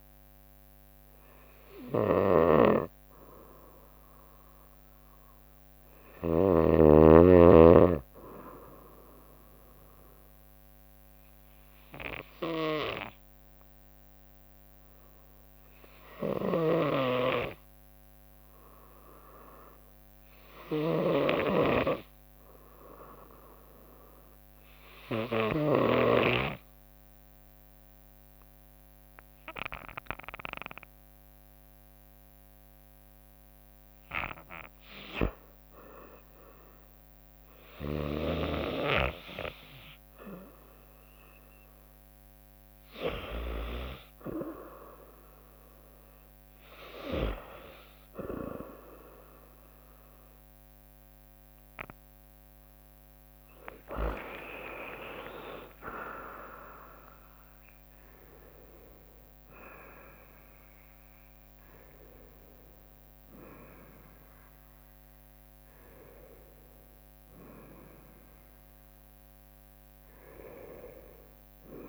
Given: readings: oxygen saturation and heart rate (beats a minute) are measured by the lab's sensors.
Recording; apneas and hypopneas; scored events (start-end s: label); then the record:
breathing in sleep by a microphone on the trachea; 1
2.00-6.50 s: snoring (device-marked)
4.50-7.50 s: arousal
10.50-34.50 s: obstructive apnea (oxygen 97% before, 86% lowest, heart rate 64 before, 59 extreme, up 1 after)
16.00-25.50 s: snoring (device-marked)
30.50-41.50 s: drop in pulse transit time (device-marked, heart rate 64 before, 59 extreme)
30.50-71.89 s: oxygen desaturation (device-marked, oxygen 95% before, 86% lowest, heart rate 64 before, 59 extreme)
32.50-34.50 s: bradycardia (device-marked, heart rate 65 before, 61 extreme)
51.50-71.89 s: new sleep stage, N1 (lightest sleep)
52.50-57.50 s: tachycardia (device-marked, heart rate 65 before, 107 extreme)
53.50-58.00 s: arousal
54.50-56.50 s: long interval between heartbeats (device-marked, heart rate 63 before, 99 extreme)
54.50-67.50 s: drop in pulse transit time (device-marked, heart rate 63 before, 67 extreme)
From the record:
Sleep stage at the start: N2 (light sleep); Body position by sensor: on the right side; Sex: female